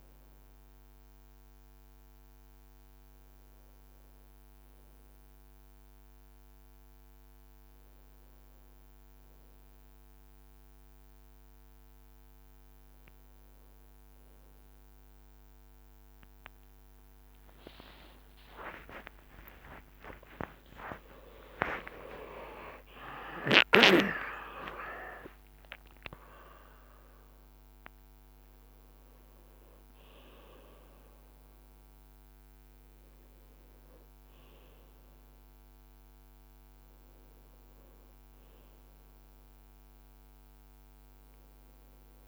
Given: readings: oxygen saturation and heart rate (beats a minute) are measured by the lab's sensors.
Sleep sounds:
breathing in sleep by a microphone on the trachea; none
17.50-23.50 s: arousal
18.50-22.50 s: tachycardia (device-marked, heart rate 64 before, 109 extreme)
19.00-21.00 s: long interval between heartbeats (device-marked, heart rate 65 before, 84 extreme)
21.50-23.50 s: long interval between heartbeats (device-marked, heart rate 68 before, 109 extreme)
28.50-31.50 s: leg movement (device-marked)
39.50-41.50 s: leg movement (device-marked)
From the record:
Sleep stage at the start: N1 (lightest sleep); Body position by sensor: on the right side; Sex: male

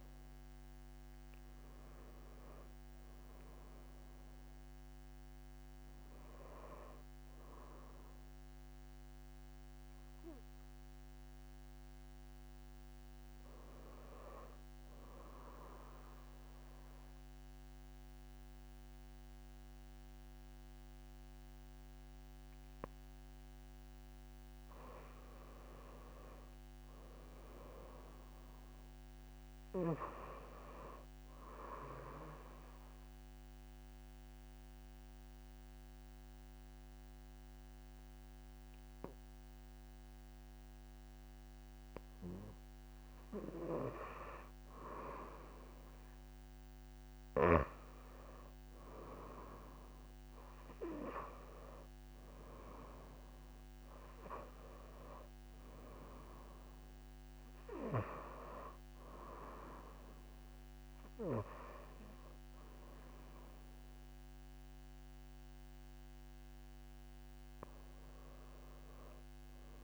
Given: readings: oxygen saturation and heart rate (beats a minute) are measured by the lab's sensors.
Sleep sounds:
breathing in sleep by a microphone on the trachea; 2
0.00-10.00 s: oxygen desaturation (device-marked, oxygen 87% lowest)
9.00-12.00 s: arousal
14.50-24.50 s: obstructive apnea (oxygen 99% before, 94% lowest)
26.00-29.00 s: arousal
28.00-45.00 s: oxygen desaturation (device-marked, oxygen 98% before, 94% lowest)
33.00-44.50 s: obstructive apnea (oxygen 99% before, 89% lowest)
46.50-49.50 s: arousal
68.00-69.84 s: arousal
From the record:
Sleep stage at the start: N2 (light sleep); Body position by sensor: on the back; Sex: female

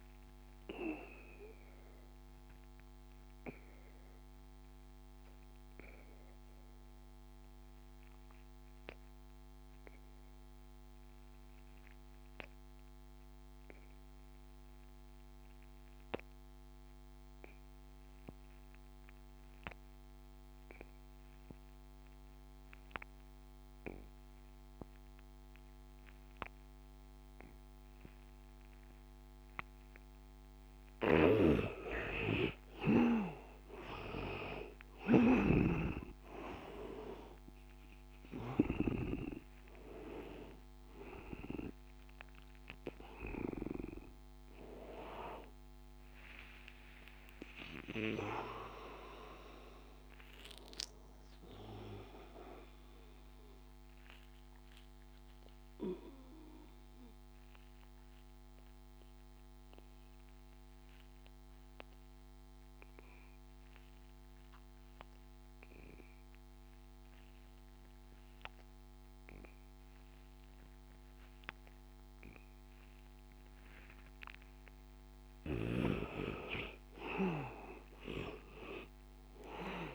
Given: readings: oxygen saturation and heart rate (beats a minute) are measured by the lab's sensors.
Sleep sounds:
breathing in sleep by a microphone on the trachea; 2
0.00-15.50 s: oxygen desaturation (device-marked, oxygen 82% lowest, heart rate 76 extreme)
1.50-31.00 s: obstructive apnea (oxygen 99% before, 80% lowest, heart rate 88 before, 76 extreme, up 14 after)
29.50-58.50 s: oxygen desaturation (device-marked, oxygen 99% before, 80% lowest, heart rate 83 before, 85 extreme)
31.00-39.00 s: snoring (device-marked)
46.50-51.00 s: arousal
53.00-75.00 s: obstructive apnea (oxygen 96% before, 80% lowest, heart rate 88 before, 85 extreme, up 6 after)
74.50-79.95 s: oxygen desaturation (device-marked, oxygen 99% before, 84% lowest, heart rate 87 before, 82 extreme)
78.50-79.95 s: arousal
From the record:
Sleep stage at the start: N2 (light sleep); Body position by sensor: on the back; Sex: male

